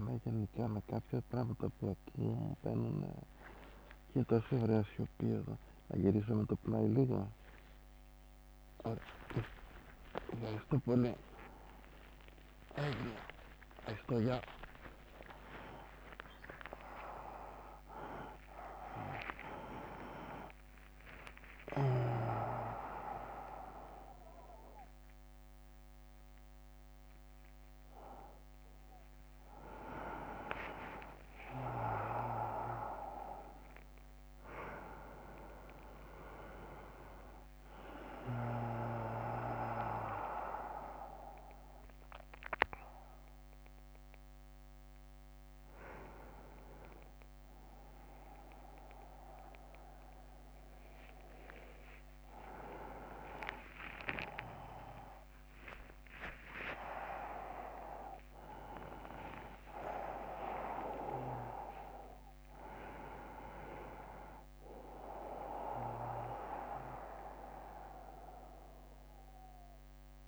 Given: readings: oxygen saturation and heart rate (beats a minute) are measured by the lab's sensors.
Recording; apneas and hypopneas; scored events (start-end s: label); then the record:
a person awake in a sleep study, by a microphone on the trachea; none
0.00-5.00 s: snoring (device-marked)
0.00-5.50 s: tachycardia (device-marked, heart rate 196 extreme)
3.00-5.00 s: long interval between heartbeats (device-marked, heart rate 155 before, 153 extreme)
7.00-11.50 s: snoring (device-marked)
8.50-21.50 s: tachycardia (device-marked, heart rate 68 before, 142 extreme)
9.00-11.00 s: long interval between heartbeats (device-marked, heart rate 164 before, 88 extreme)
11.00-13.00 s: long interval between heartbeats (device-marked, heart rate 153 before, 99 extreme)
11.50-27.50 s: drop in pulse transit time (device-marked, heart rate 149 before, 89 extreme)
13.50-15.50 s: long interval between heartbeats (device-marked, heart rate 142 before, 127 extreme)
15.50-17.50 s: long interval between heartbeats (device-marked, heart rate 138 before, 134 extreme)
19.50-21.50 s: long interval between heartbeats (device-marked, heart rate 131 before, 129 extreme)
21.50-23.50 s: long interval between heartbeats (device-marked, heart rate 128 before, 119 extreme)
52.50-58.50 s: tachycardia (device-marked, heart rate 70 before, 116 extreme)
54.00-56.00 s: long interval between heartbeats (device-marked, heart rate 68 before, 71 extreme)
56.00-58.00 s: long interval between heartbeats (device-marked, heart rate 68 before, 104 extreme)
56.50-67.50 s: drop in pulse transit time (device-marked, heart rate 69 before, 70 extreme)
From the record:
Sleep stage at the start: awake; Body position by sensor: on the right side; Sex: male